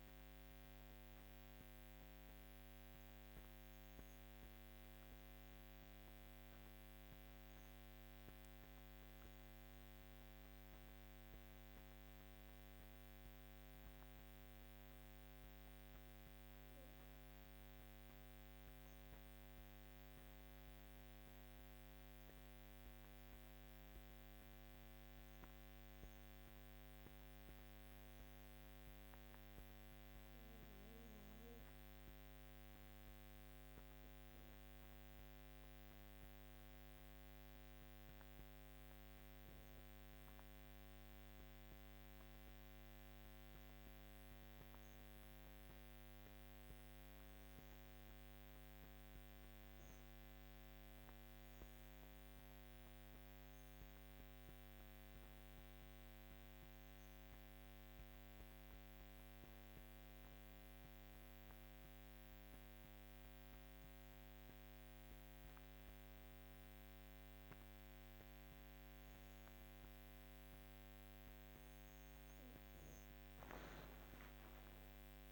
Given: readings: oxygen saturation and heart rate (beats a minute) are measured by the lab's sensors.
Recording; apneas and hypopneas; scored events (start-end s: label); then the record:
breathing in sleep, hard to hear, by a microphone on the trachea; 1
30.50-46.00 s: hypopnea (oxygen 98% before, 92% lowest, heart rate 57 before, 55 extreme, up 2 after)
49.50-54.00 s: arousal
64.00-75.32 s: oxygen desaturation (device-marked, oxygen 95% before, 92% lowest, heart rate 57 before, 53 extreme)
From the record:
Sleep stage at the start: REM sleep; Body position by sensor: on the back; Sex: female